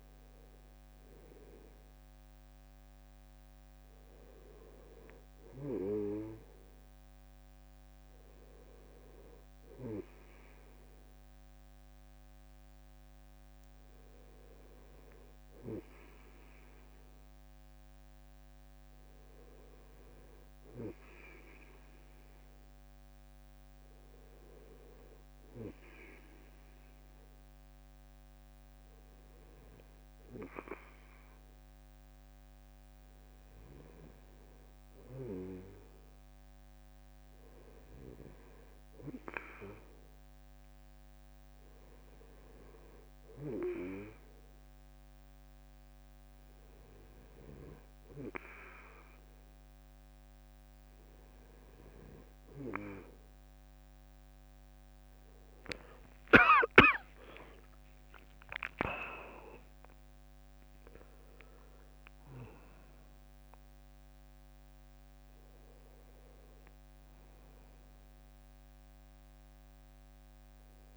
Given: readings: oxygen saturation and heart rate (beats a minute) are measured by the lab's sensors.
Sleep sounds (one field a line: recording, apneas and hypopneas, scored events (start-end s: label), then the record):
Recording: breathing in sleep by a microphone on the trachea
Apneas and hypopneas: none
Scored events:
55.50-70.97 s: new sleep stage, awake
58.50-70.97 s: drop in pulse transit time (device-marked, heart rate 73 before, 74 extreme)
From the record:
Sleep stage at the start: N2 (light sleep)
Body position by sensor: on the back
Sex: male